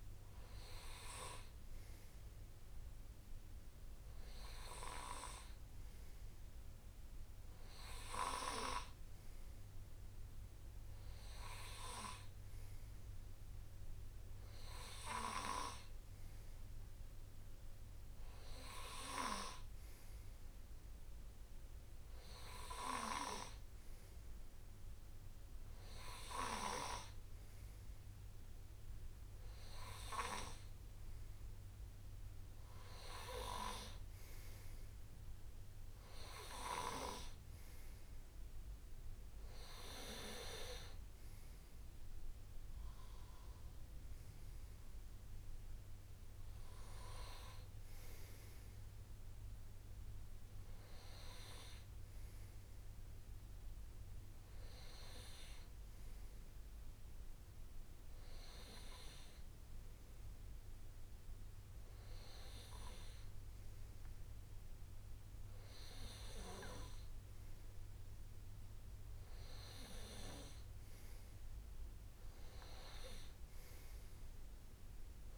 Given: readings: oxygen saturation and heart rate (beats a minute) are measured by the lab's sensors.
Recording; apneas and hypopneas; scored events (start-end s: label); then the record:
breathing in sleep by a room microphone; none
none scored
From the record:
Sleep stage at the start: N2 (light sleep); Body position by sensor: on the right side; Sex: male